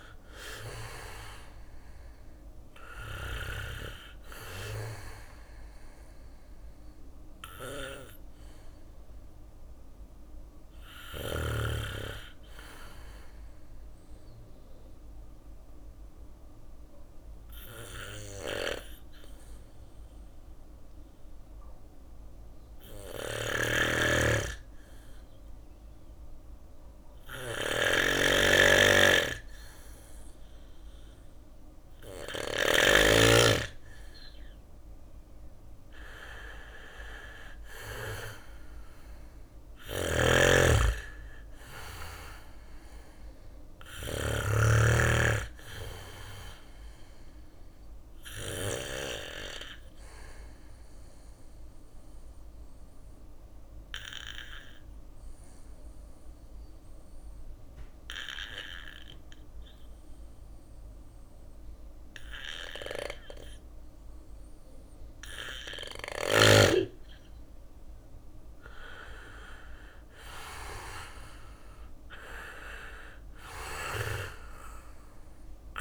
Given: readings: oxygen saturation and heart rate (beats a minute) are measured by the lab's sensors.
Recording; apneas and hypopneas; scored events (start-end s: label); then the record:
breathing in sleep by a room microphone; 2
0.00-10.50 s: drop in pulse transit time (device-marked, heart rate 58 extreme)
0.00-16.50 s: oxygen desaturation (device-marked, oxygen 93% lowest, heart rate 57 extreme)
2.50-8.50 s: bradycardia (device-marked, heart rate 61 before, 58 extreme)
10.50-13.50 s: bradycardia (device-marked, heart rate 61 before, 59 extreme)
13.00-33.50 s: obstructive apnea (oxygen 99% before, 92% lowest, heart rate 60 before, 57 extreme, up 4 after)
22.50-31.50 s: snoring (device-marked)
25.50-32.50 s: bradycardia (device-marked, heart rate 61 before, 57 extreme)
31.50-57.50 s: oxygen desaturation (device-marked, oxygen 99% before, 94% lowest, heart rate 60 before, 59 extreme)
35.00-38.50 s: arousal
36.50-47.50 s: drop in pulse transit time (device-marked, heart rate 60 before, 60 extreme)
38.50-48.00 s: snoring (device-marked)
46.50-48.50 s: bradycardia (device-marked, heart rate 61 before, 60 extreme)
48.50-64.50 s: obstructive apnea (oxygen 99% before, 92% lowest, heart rate 60 before, 58 extreme, up 1 after)
66.00-69.50 s: arousal
66.50-75.81 s: drop in pulse transit time (device-marked, heart rate 60 before, 61 extreme)
69.50-75.81 s: oxygen desaturation (device-marked, oxygen 98% before, 92% lowest, heart rate 61 before, 58 extreme)
From the record:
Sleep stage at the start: N2 (light sleep); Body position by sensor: on the back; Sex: male